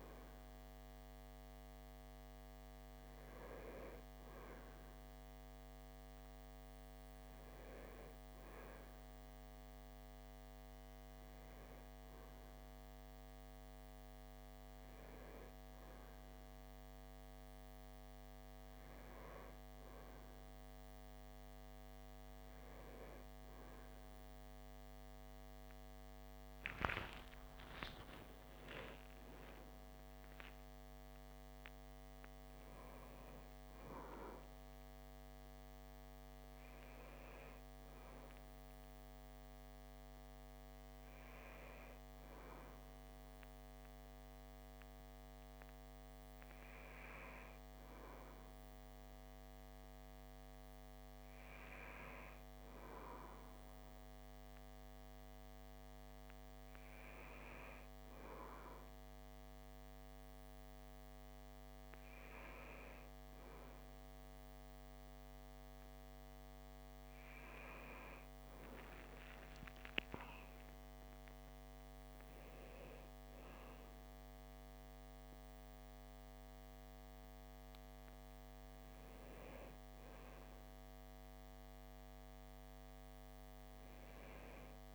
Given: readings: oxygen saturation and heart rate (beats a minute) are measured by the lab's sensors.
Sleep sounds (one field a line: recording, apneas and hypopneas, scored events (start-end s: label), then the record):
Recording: breathing in sleep, hard to hear, by a microphone on the trachea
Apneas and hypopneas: none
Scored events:
26.00-30.50 s: arousal
From the record:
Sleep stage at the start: REM sleep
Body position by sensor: on the back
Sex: male